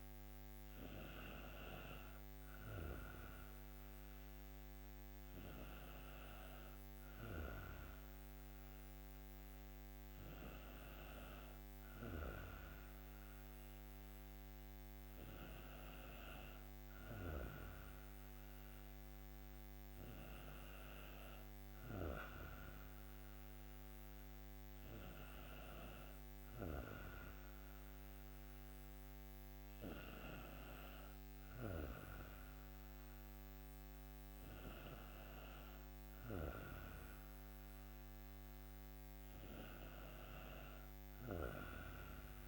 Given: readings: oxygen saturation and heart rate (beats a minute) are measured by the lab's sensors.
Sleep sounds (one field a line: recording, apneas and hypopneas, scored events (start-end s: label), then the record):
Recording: breathing in sleep by a microphone on the trachea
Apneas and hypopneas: none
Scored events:
none scored
From the record:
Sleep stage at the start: N2 (light sleep)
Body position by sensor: on the right side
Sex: female